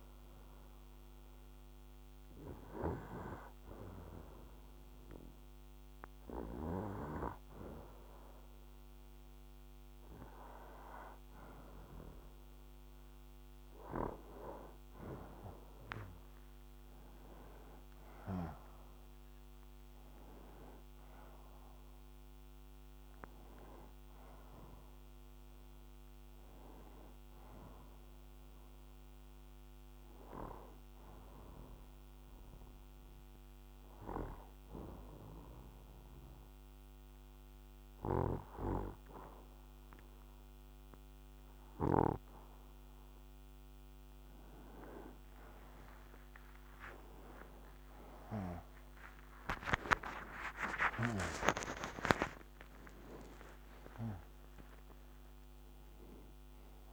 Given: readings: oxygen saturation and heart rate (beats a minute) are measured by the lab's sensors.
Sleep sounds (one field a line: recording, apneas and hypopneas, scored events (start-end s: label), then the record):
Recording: breathing in sleep by a microphone on the trachea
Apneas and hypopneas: 1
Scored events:
17.00-21.00 s: arousal
31.00-43.50 s: obstructive apnea (oxygen 92% before, 87% lowest, heart rate 62 before, 62 extreme, up 9 after)
46.00-51.00 s: arousal
48.00-56.93 s: new sleep stage, N2 (light sleep)
51.00-56.93 s: oxygen desaturation (device-marked, oxygen 93% before, 87% lowest, heart rate 64 before, 62 extreme)
From the record:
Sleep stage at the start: N1 (lightest sleep)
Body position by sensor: on the right side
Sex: male